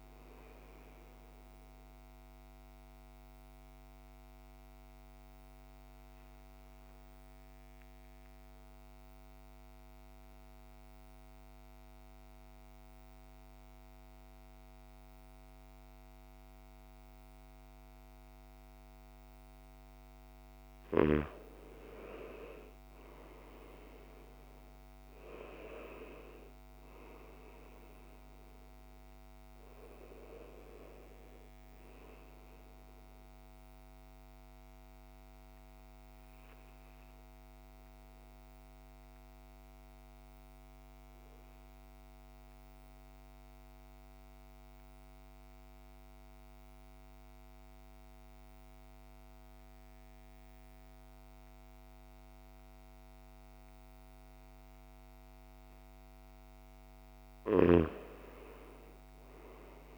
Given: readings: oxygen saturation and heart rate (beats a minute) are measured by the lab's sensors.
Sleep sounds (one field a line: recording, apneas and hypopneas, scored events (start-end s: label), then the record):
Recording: breathing in sleep by a microphone on the trachea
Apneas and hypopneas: 2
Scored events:
0.00-10.50 s: oxygen desaturation (device-marked, oxygen 94% lowest, heart rate 53 extreme)
2.00-20.00 s: obstructive apnea (oxygen 98% before, 92% lowest, heart rate 55 before, 52 extreme, up 8 after)
22.00-26.00 s: arousal
26.50-44.50 s: oxygen desaturation (device-marked, oxygen 97% before, 92% lowest, heart rate 55 before, 52 extreme)
34.00-55.50 s: obstructive apnea (oxygen 97% before, 92% lowest, heart rate 58 before, 51 extreme, up 10 after)
58.00-59.98 s: arousal
From the record:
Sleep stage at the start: N2 (light sleep)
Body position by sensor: on the back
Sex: male